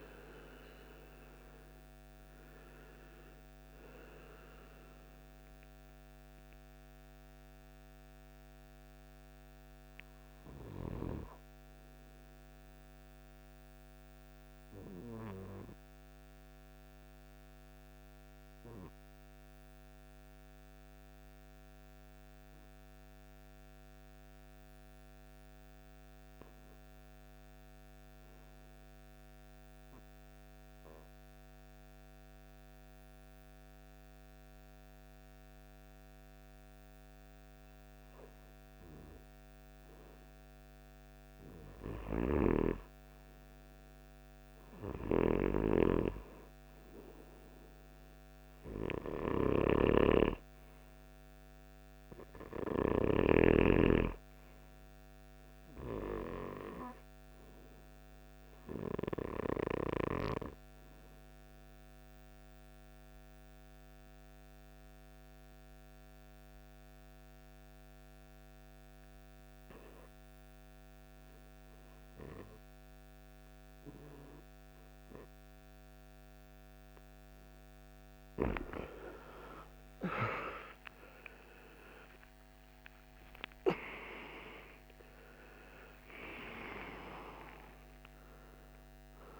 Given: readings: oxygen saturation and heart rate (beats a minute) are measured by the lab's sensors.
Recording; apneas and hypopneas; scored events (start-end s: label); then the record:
breathing in sleep by a microphone on the trachea; 2
0.00-17.50 s: oxygen desaturation (device-marked, oxygen 88% lowest, heart rate 53 extreme)
12.00-40.50 s: mixed apnea (oxygen 97% before, 85% lowest, heart rate 68 before, 53 extreme, up 11 after)
36.50-63.50 s: oxygen desaturation (device-marked, oxygen 97% before, 87% lowest, heart rate 55 before, 61 extreme)
45.00-50.50 s: arousal
48.50-52.50 s: snoring (device-marked)
55.00-76.00 s: obstructive apnea (oxygen 98% before, 85% lowest, heart rate 64 before, 65 extreme, up 31 after)
77.50-89.40 s: new sleep stage, N1 (lightest sleep)
78.50-86.00 s: arousal
82.50-89.40 s: oxygen desaturation (device-marked, oxygen 92% before, 85% lowest, heart rate 72 before, 58 extreme)
From the record:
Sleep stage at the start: REM sleep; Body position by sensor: on the right side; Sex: male